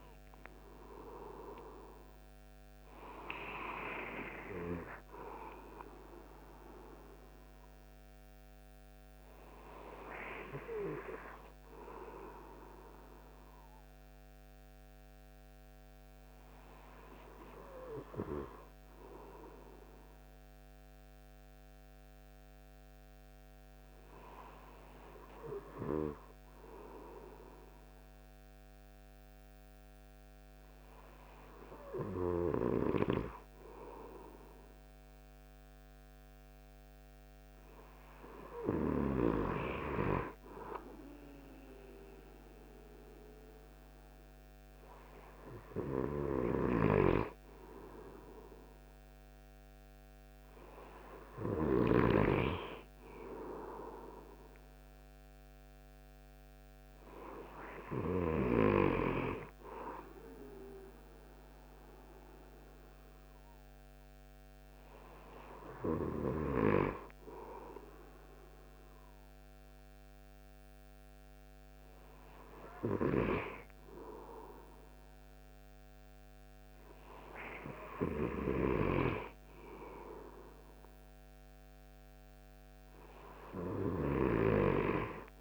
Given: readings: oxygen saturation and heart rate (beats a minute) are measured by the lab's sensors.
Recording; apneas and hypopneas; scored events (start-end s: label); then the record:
breathing in sleep by a microphone on the trachea; 1
12.00-33.50 s: hypopnea (oxygen 95% before, 94% lowest)
36.50-40.50 s: arousal
46.50-52.00 s: snoring (device-marked)
From the record:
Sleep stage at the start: N2 (light sleep); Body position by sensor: on the right side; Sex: male